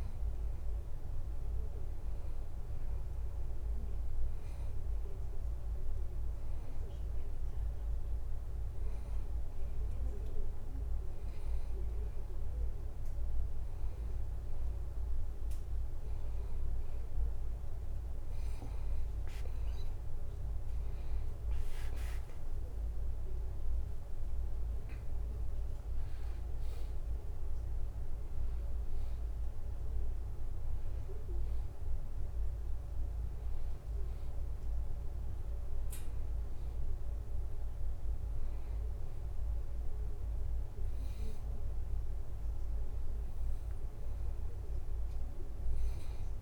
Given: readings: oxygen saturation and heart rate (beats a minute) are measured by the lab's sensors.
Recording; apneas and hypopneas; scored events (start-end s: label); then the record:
breathing in sleep, hard to hear, by a room microphone; none
22.50-26.50 s: arousal
From the record:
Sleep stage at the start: N2 (light sleep); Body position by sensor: on the back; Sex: male